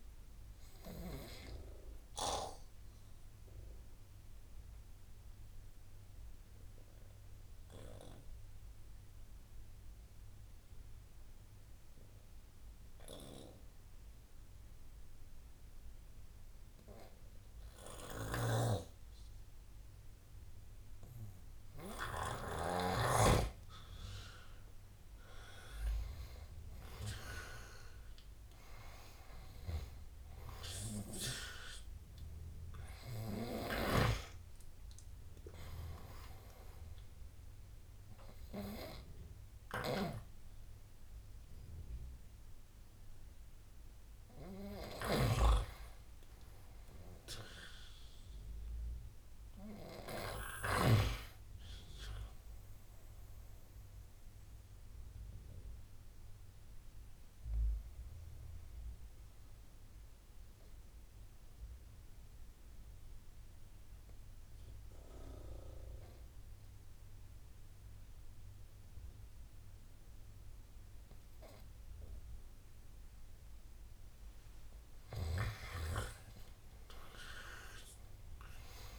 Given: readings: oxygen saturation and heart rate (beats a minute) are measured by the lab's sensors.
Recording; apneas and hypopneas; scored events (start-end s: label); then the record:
breathing in sleep by a room microphone; 2
0.00-15.50 s: oxygen desaturation (device-marked, oxygen 87% lowest, heart rate 71 extreme)
2.50-23.00 s: obstructive apnea (oxygen 97% before, 87% lowest, heart rate 84 before, 71 extreme, up 14 after)
25.00-28.50 s: arousal
25.50-54.50 s: oxygen desaturation (device-marked, oxygen 99% before, 90% lowest, heart rate 74 before, 72 extreme)
54.50-72.50 s: obstructive apnea (oxygen 96% before, 90% lowest, heart rate 84 before, 72 extreme, up 12 after)
76.00-78.99 s: arousal
77.50-78.99 s: oxygen desaturation (device-marked, oxygen 98% before, 90% lowest, heart rate 74 before, 75 extreme)
From the record:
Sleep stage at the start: N2 (light sleep); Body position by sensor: on the right side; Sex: male